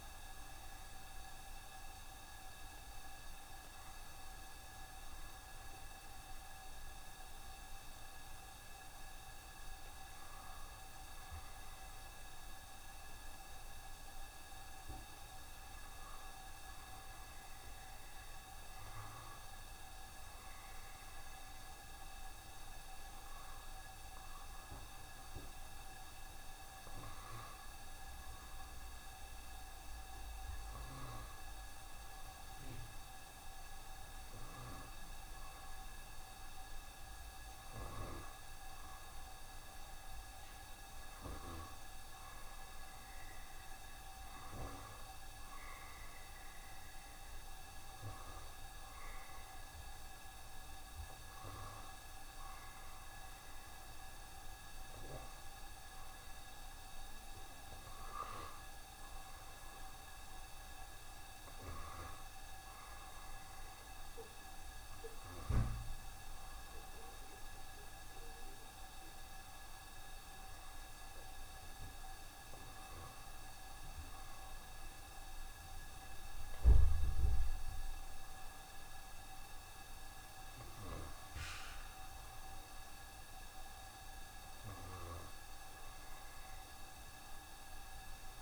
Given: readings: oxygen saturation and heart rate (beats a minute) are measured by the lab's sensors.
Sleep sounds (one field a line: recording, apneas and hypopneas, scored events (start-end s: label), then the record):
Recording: breathing in sleep, hard to hear, by a room microphone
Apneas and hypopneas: 1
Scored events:
13.50-84.00 s: obstructive apnea (oxygen 93% before, 89% lowest, heart rate 70 before, 69 extreme, up 1 after)
27.00-34.00 s: oxygen desaturation (device-marked, oxygen 95% before, 92% lowest, heart rate 68 before, 69 extreme)
From the record:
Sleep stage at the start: N1 (lightest sleep)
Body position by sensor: on the back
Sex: male